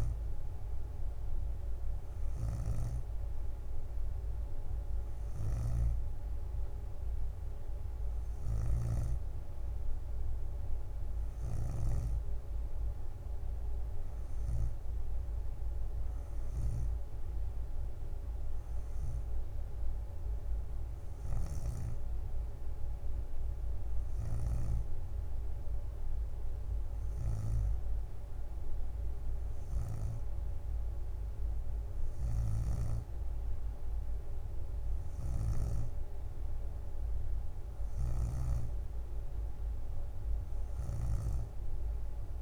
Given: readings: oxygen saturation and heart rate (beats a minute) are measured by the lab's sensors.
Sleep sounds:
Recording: breathing in sleep, hard to hear, by a room microphone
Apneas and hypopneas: none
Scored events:
34.00-42.42 s: drop in pulse transit time (device-marked, heart rate 63 before, 63 extreme)
40.50-41.50 s: leg movement (device-marked)
From the record:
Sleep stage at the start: N3 (deep sleep)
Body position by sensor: on the back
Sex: female

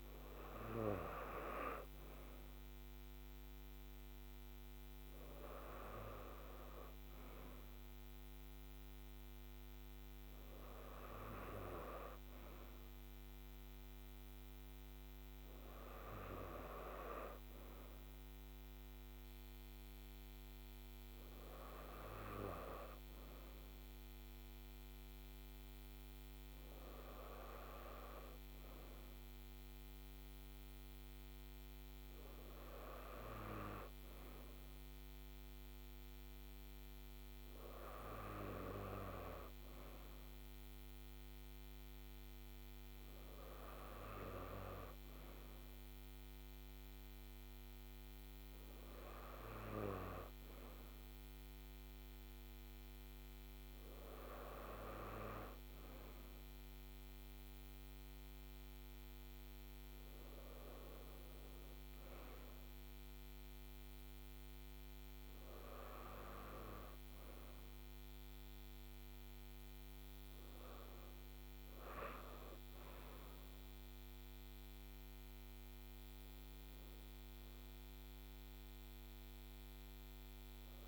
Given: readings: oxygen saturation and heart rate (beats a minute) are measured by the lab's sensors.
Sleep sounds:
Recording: breathing in sleep by a microphone on the trachea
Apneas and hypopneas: none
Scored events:
none scored
From the record:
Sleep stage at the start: N2 (light sleep)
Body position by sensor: on the right side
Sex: female

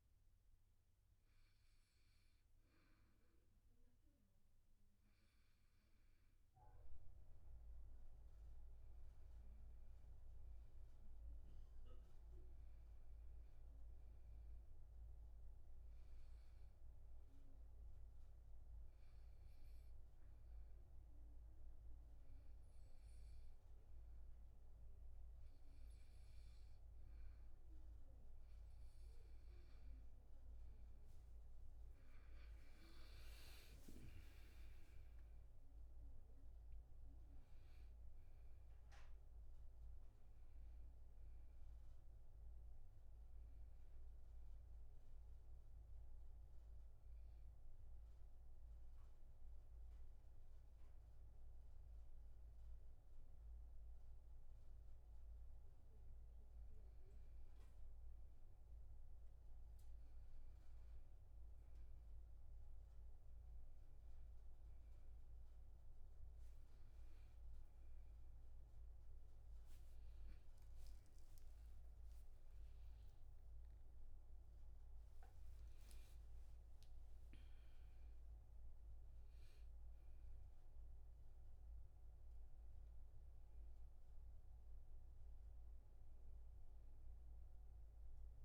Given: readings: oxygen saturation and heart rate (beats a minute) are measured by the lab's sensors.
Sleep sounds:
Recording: breathing in sleep, hard to hear, by a room microphone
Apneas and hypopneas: 2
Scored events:
7.50-11.00 s: arousal
16.00-28.50 s: hypopnea (oxygen 98% before, 93% lowest, heart rate 76 before, 70 extreme, up 19 after)
31.50-36.00 s: arousal
37.50-54.50 s: oxygen desaturation (device-marked, oxygen 97% before, 93% lowest, heart rate 77 before, 65 extreme)
45.50-56.00 s: obstructive apnea (oxygen 97% before, 93% lowest, heart rate 82 before, 65 extreme, up 9 after)
71.50-76.00 s: arousal
77.50-88.45 s: new sleep stage, N1 (lightest sleep)
From the record:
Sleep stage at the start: N2 (light sleep)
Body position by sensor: on the back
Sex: male

